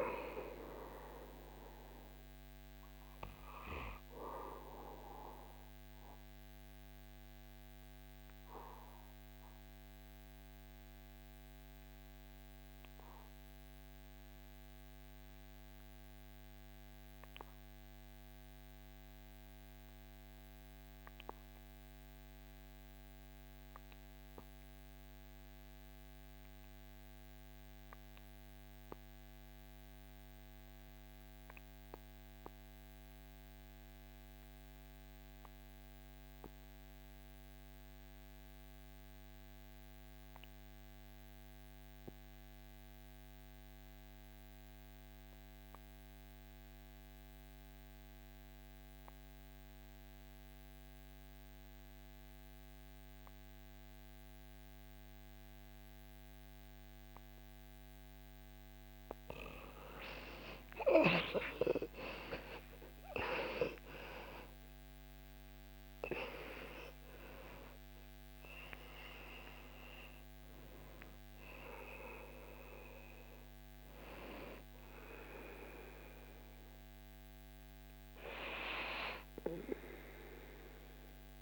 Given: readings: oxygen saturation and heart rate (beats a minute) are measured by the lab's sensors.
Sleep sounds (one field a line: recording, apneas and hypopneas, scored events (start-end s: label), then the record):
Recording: breathing in sleep by a microphone on the trachea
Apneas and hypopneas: 1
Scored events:
5.00-57.50 s: obstructive apnea (oxygen 98% before, 77% lowest, heart rate 76 before, 60 extreme, up 38 after)
49.00-81.42 s: oxygen desaturation (device-marked, oxygen 99% before, 77% lowest, heart rate 63 before, 60 extreme)
60.50-64.50 s: arousal
From the record:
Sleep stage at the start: N2 (light sleep)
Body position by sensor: on the back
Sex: male